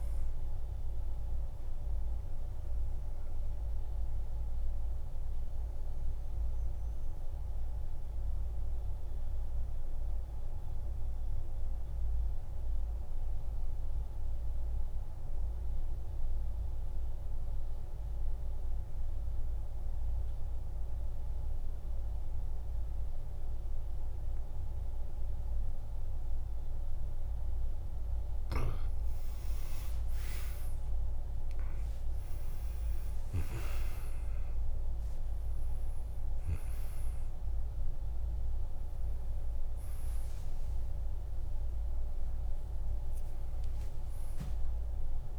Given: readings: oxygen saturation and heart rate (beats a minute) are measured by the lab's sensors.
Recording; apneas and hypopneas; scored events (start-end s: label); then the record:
breathing in sleep, hard to hear, by a room microphone; 1
0.00-15.50 s: oxygen desaturation (device-marked, oxygen 94% lowest, heart rate 48 extreme)
2.50-28.50 s: obstructive apnea (oxygen 99% before, 89% lowest, heart rate 57 before, 48 extreme, up 28 after)
29.50-45.39 s: oxygen desaturation (device-marked, oxygen 98% before, 89% lowest, heart rate 51 before, 48 extreme)
30.00-34.00 s: arousal
34.00-36.00 s: long interval between heartbeats (device-marked, heart rate 53 before, 77 extreme)
40.50-42.50 s: long interval between heartbeats (device-marked, heart rate 62 before, 91 extreme)
From the record:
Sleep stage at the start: N2 (light sleep); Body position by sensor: on the back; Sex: male